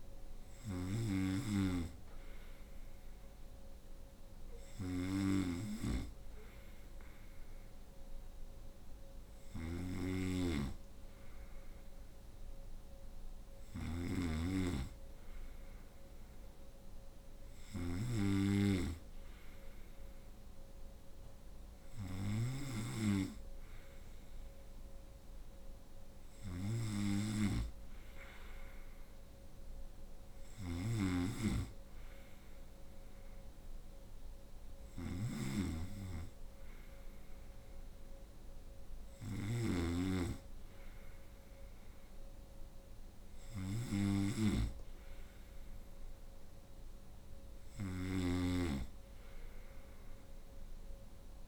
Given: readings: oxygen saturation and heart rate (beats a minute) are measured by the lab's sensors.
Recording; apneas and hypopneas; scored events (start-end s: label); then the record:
breathing in sleep by a room microphone; none
0.00-51.48 s: snoring (device-marked)
From the record:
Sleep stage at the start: N2 (light sleep); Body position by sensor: on the right side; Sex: female